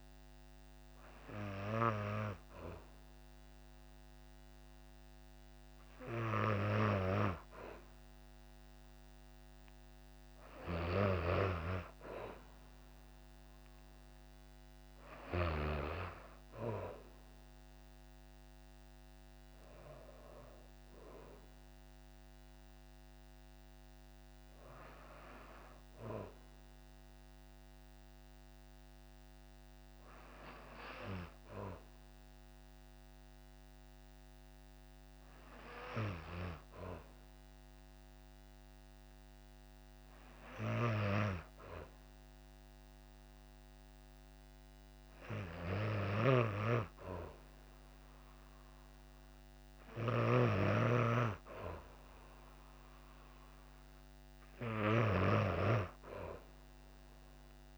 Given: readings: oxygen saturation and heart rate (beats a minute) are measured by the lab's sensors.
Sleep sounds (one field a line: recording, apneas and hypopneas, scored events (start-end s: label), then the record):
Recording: breathing in sleep by a microphone on the trachea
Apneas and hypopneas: none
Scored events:
45.00-49.50 s: snoring (device-marked)
From the record:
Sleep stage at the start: N2 (light sleep)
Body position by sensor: on the back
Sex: female